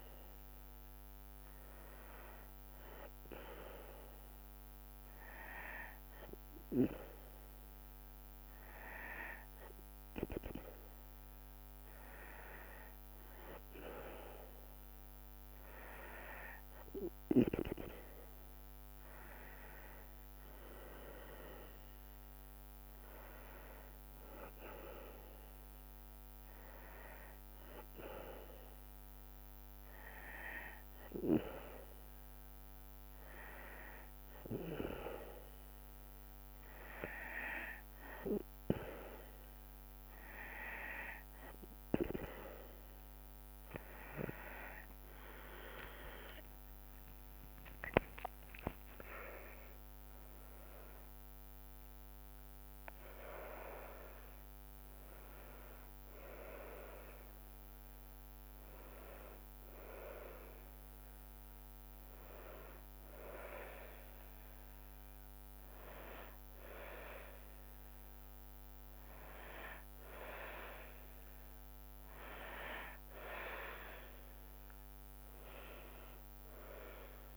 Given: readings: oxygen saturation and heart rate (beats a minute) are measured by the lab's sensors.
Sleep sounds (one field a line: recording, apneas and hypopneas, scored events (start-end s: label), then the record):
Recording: breathing in sleep by a microphone on the trachea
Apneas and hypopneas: none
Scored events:
0.00-6.00 s: drop in pulse transit time (device-marked, heart rate 72 extreme)
18.00-29.00 s: drop in pulse transit time (device-marked, heart rate 72 before, 71 extreme)
43.00-52.00 s: tachycardia (device-marked, heart rate 76 before, 178 extreme)
46.00-60.00 s: drop in pulse transit time (device-marked, heart rate 73 before, 77 extreme)
46.00-67.00 s: oxygen desaturation (device-marked, oxygen 94% before, 90% lowest, heart rate 73 before, 69 extreme)
From the record:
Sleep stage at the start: N2 (light sleep)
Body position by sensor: on the back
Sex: female